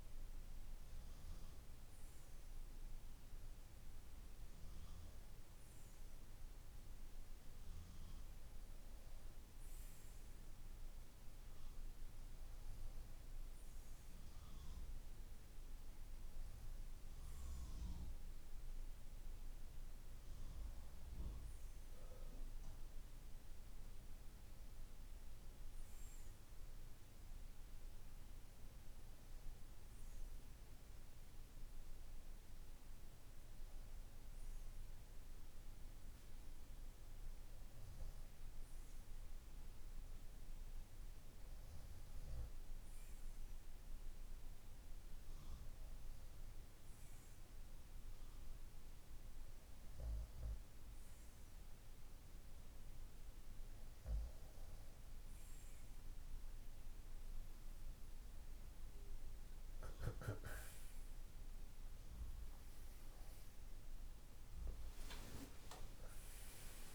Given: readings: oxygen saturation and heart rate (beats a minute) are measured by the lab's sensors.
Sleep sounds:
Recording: breathing in sleep, hard to hear, by a room microphone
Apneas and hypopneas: none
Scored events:
60.00-64.50 s: arousal
65.50-66.95 s: long interval between heartbeats (device-marked, heart rate 59 before, 75 extreme)
From the record:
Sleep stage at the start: N2 (light sleep)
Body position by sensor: on the right side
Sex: male

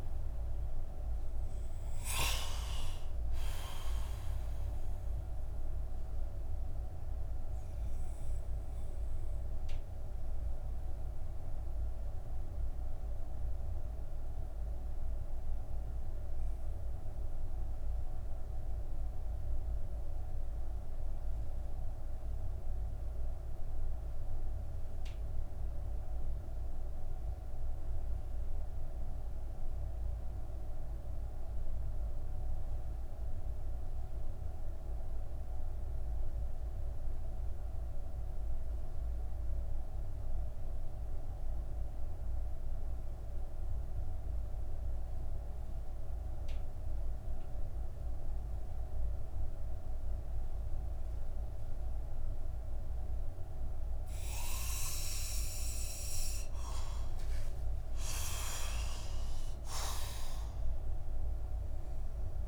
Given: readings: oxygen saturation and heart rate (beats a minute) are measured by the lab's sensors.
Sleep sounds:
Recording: breathing in sleep, hard to hear, by a room microphone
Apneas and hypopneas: 1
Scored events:
6.00-56.50 s: mixed apnea (oxygen 97% before, 89% lowest)
11.00-26.00 s: oxygen desaturation (device-marked, oxygen 95% before, 89% lowest)
47.00-51.00 s: oxygen desaturation (device-marked, oxygen 98% before, 95% lowest)
59.00-62.48 s: arousal
From the record:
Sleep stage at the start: N2 (light sleep)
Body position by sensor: on the back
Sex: male

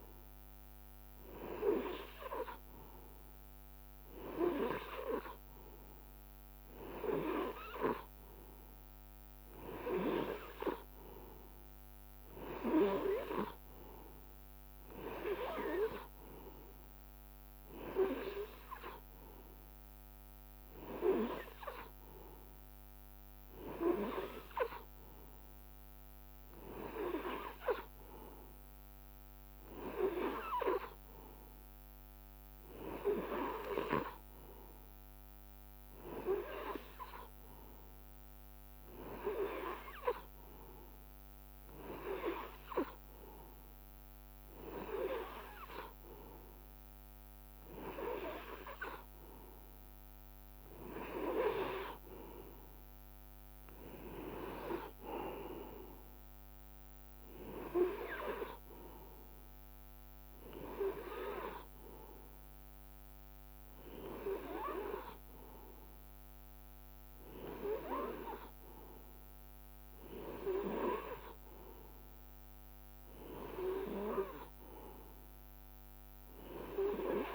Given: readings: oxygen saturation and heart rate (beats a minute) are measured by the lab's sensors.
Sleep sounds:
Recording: breathing in sleep by a microphone on the trachea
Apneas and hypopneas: none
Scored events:
28.00-30.00 s: long interval between heartbeats (device-marked, heart rate 67 before, 78 extreme)
41.00-43.00 s: long interval between heartbeats (device-marked, heart rate 70 before, 77 extreme)
46.00-77.35 s: new sleep stage, N2 (light sleep)
From the record:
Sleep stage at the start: N3 (deep sleep)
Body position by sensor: on the right side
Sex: male

